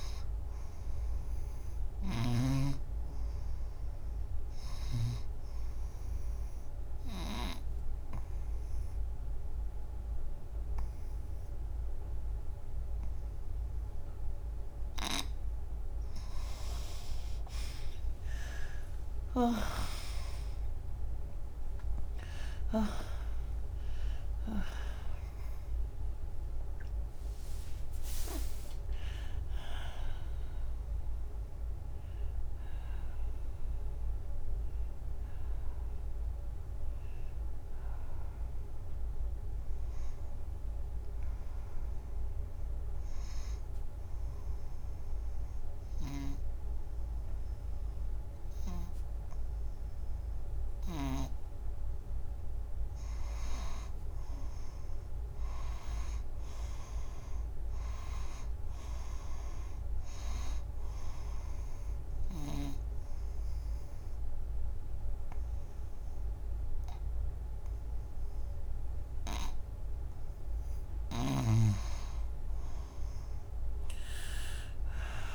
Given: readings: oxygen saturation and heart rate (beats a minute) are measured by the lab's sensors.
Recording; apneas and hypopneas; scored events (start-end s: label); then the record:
breathing in sleep by a room microphone; 3
0.00-4.50 s: oxygen desaturation (device-marked, oxygen 87% lowest, heart rate 58 extreme)
5.50-16.50 s: obstructive apnea (oxygen 96% before, 88% lowest, heart rate 91 before, 58 extreme, up 12 after)
14.50-17.50 s: bradycardia (device-marked, heart rate 91 before, 76 extreme)
14.50-44.50 s: new sleep stage, N1 (lightest sleep)
18.50-35.50 s: oxygen desaturation (device-marked, oxygen 97% before, 88% lowest, heart rate 84 before, 75 extreme)
20.00-26.50 s: arousal
37.50-47.50 s: oxygen desaturation (device-marked, oxygen 92% before, 88% lowest, heart rate 87 before, 75 extreme)
43.50-53.50 s: obstructive apnea (oxygen 95% before, 88% lowest, heart rate 95 before, 75 extreme, up 10 after)
44.50-75.35 s: new sleep stage, N2 (light sleep)
55.50-58.50 s: arousal
61.00-71.00 s: obstructive apnea (oxygen 99% before, 88% lowest, heart rate 83 before, 82 extreme, up 4 after)
62.50-70.50 s: oxygen desaturation (device-marked, oxygen 97% before, 88% lowest, heart rate 82 before, 82 extreme)
From the record:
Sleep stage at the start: N2 (light sleep); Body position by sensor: on the front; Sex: female